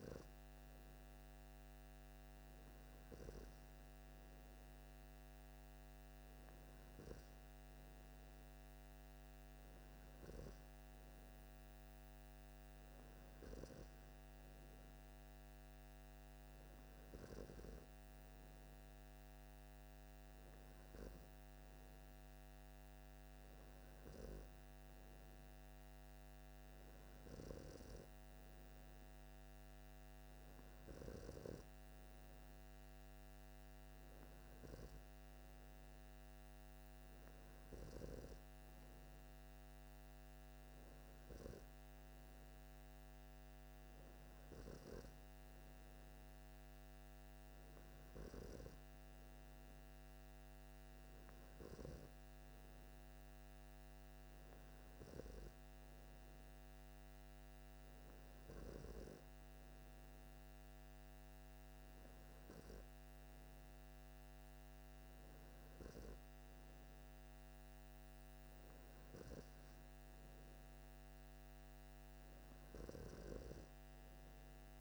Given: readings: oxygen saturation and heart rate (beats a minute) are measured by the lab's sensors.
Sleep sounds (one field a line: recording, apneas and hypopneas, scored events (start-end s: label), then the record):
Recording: breathing in sleep by a microphone on the trachea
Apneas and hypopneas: none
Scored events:
none scored
From the record:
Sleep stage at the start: N3 (deep sleep)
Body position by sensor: on the left side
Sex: male